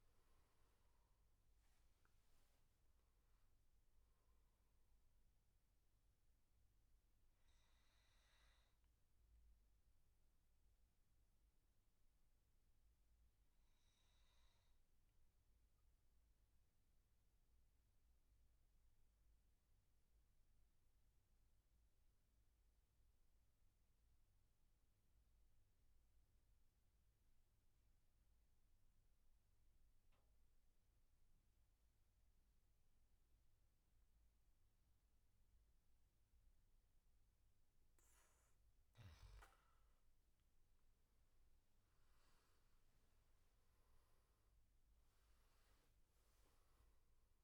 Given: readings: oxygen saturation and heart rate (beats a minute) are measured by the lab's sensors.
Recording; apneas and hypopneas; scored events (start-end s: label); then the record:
breathing in sleep, hard to hear, by a room microphone; 1
0.00-10.50 s: oxygen desaturation (device-marked, oxygen 91% lowest, heart rate 70 extreme)
8.00-36.50 s: obstructive apnea (oxygen 98% before, 92% lowest, heart rate 82 before, 64 extreme, up 10 after)
32.50-47.44 s: oxygen desaturation (device-marked, oxygen 99% before, 92% lowest, heart rate 73 before, 64 extreme)
40.00-44.00 s: arousal
From the record:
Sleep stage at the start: N2 (light sleep); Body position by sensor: on the back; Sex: male